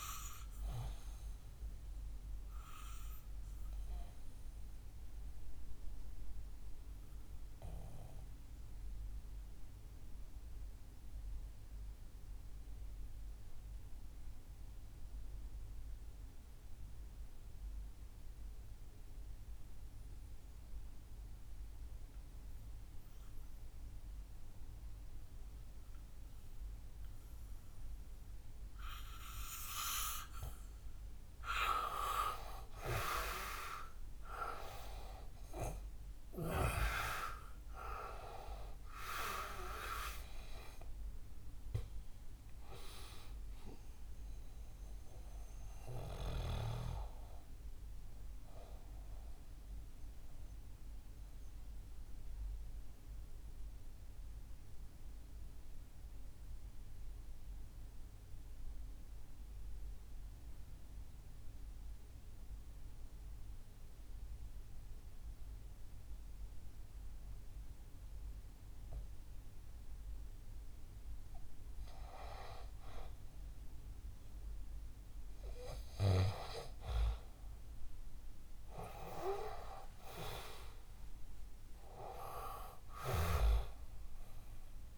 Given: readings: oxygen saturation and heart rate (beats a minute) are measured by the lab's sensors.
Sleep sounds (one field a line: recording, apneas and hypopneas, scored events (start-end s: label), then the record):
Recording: breathing in sleep by a room microphone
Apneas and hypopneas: 2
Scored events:
1.00-29.50 s: obstructive apnea (oxygen 97% before, 90% lowest, heart rate 65 before, 61 extreme, up 6 after)
4.50-17.50 s: oxygen desaturation (device-marked, oxygen 95% before, 92% lowest, heart rate 65 before, 61 extreme)
28.50-65.50 s: oxygen desaturation (device-marked, oxygen 98% before, 90% lowest, heart rate 63 before, 61 extreme)
32.50-37.50 s: arousal
48.00-71.50 s: mixed apnea (oxygen 98% before, 90% lowest, heart rate 68 before, 60 extreme, up 1 after)
75.50-79.50 s: arousal
From the record:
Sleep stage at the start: N2 (light sleep)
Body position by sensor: on the back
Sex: male